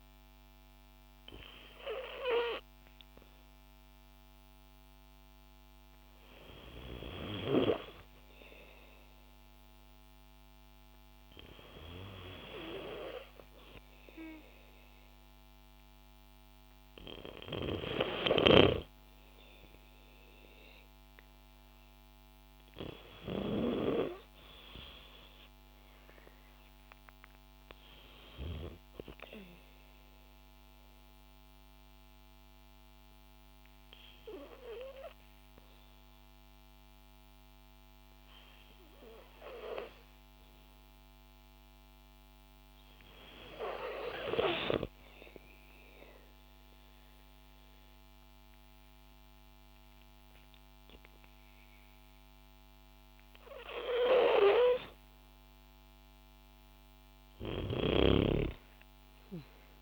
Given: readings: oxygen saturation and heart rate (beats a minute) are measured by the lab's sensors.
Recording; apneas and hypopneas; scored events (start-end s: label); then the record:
breathing in sleep by a microphone on the trachea; 1
20.00-24.50 s: arousal
28.50-39.50 s: obstructive apnea (oxygen 95% before, 92% lowest, heart rate 60 before, 56 extreme, up 4 after)
40.00-43.50 s: arousal
49.50-59.82 s: oxygen desaturation (device-marked, oxygen 95% before, 92% lowest, heart rate 58 before, 56 extreme)
57.50-59.82 s: snoring (device-marked)
58.00-59.82 s: arousal
From the record:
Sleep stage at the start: N2 (light sleep); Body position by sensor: on the back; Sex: female